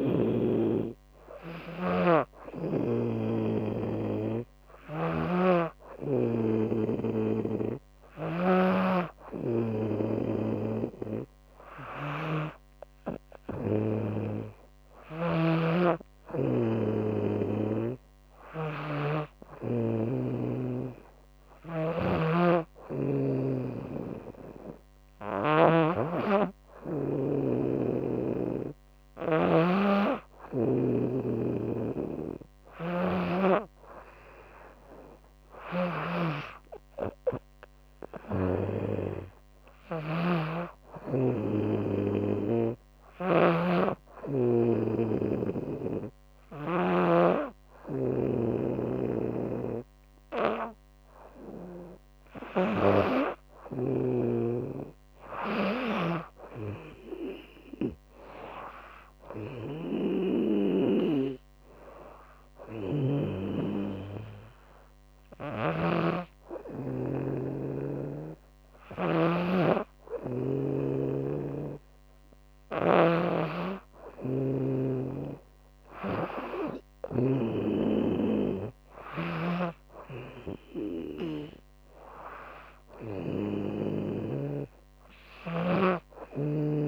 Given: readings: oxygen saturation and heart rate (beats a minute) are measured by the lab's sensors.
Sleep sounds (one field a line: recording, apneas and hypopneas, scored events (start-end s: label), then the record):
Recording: breathing in sleep by a microphone on the trachea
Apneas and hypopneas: none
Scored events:
0.00-4.50 s: snoring (device-marked)
11.50-18.00 s: snoring (device-marked)
42.50-46.50 s: snoring (device-marked)
48.50-68.50 s: snoring (device-marked)
70.50-74.00 s: snoring (device-marked)
78.50-83.00 s: snoring (device-marked)
From the record:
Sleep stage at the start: N2 (light sleep)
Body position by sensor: on the right side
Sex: female